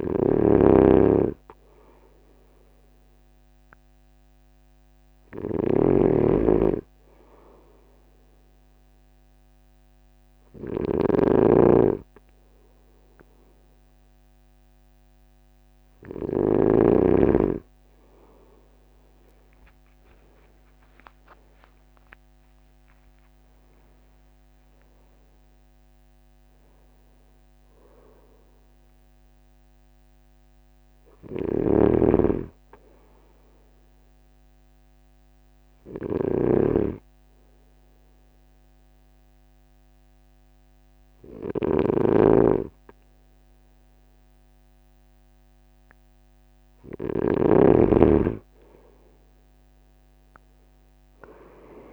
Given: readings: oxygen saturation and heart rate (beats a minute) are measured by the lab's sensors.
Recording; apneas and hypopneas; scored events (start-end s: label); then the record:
breathing in sleep by a microphone on the trachea; 1
0.00-19.50 s: snoring (device-marked)
19.00-21.00 s: long interval between heartbeats (device-marked, heart rate 47 before, 57 extreme)
22.00-26.00 s: arousal
24.00-26.00 s: long interval between heartbeats (device-marked, heart rate 50 before, 68 extreme)
31.00-47.00 s: snoring (device-marked)
35.00-47.00 s: obstructive apnea (oxygen 95% before, 94% lowest)
50.50-51.93 s: arousal
From the record:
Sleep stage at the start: N2 (light sleep); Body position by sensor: on the front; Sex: male